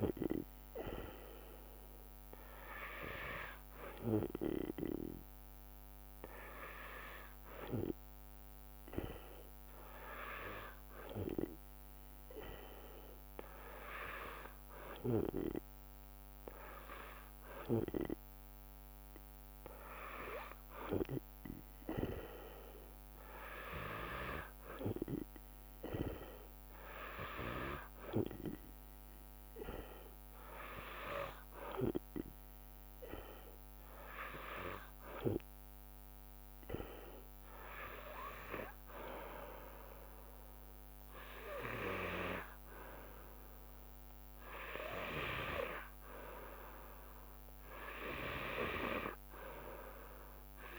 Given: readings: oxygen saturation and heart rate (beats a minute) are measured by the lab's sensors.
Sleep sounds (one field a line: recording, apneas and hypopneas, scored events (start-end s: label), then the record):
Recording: breathing in sleep by a microphone on the trachea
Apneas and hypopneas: none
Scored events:
none scored
From the record:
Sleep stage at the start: N2 (light sleep)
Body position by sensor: on the back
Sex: female